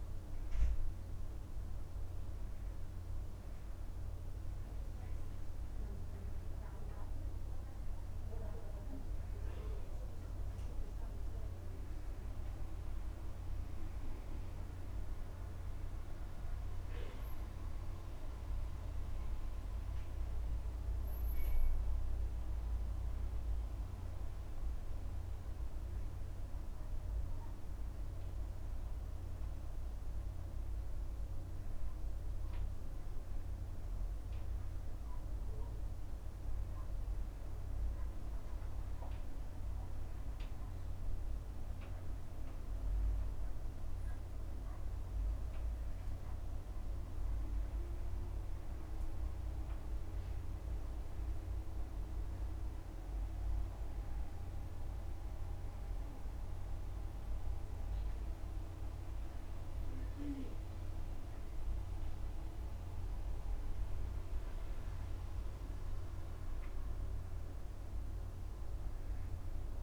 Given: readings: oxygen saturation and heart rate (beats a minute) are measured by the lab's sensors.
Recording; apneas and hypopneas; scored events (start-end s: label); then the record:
breathing in sleep, hard to hear, by a room microphone; none
none scored
From the record:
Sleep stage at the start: N2 (light sleep); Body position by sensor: on the back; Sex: male